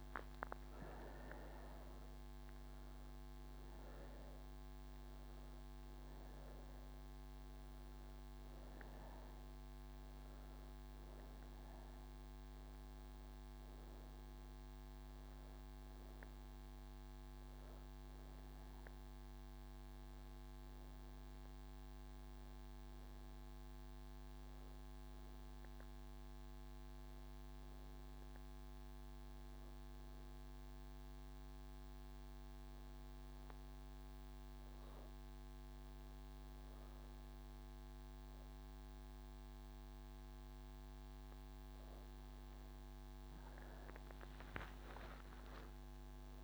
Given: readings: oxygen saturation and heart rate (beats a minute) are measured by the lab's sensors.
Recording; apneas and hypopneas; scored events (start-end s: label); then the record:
breathing in sleep, hard to hear, by a microphone on the trachea; none
22.00-46.43 s: new sleep stage, N2 (light sleep)
23.00-42.00 s: oxygen desaturation (device-marked, oxygen 94% before, 89% lowest)
From the record:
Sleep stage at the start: N1 (lightest sleep); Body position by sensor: on the right side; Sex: female